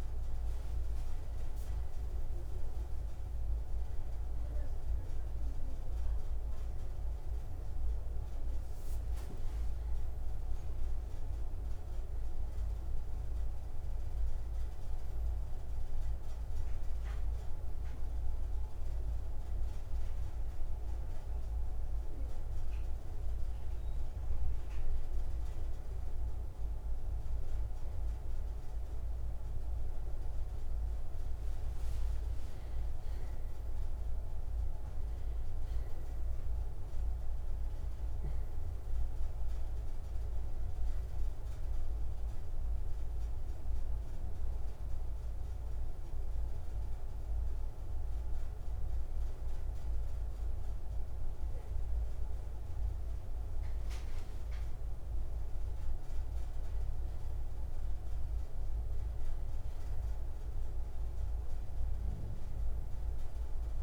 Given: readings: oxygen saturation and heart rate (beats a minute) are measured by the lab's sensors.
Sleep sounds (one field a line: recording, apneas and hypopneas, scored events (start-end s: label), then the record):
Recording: breathing in sleep, hard to hear, by a room microphone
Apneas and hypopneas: none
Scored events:
38.00-63.83 s: new sleep stage, N2 (light sleep)
From the record:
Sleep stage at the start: N1 (lightest sleep)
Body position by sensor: on the right side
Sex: male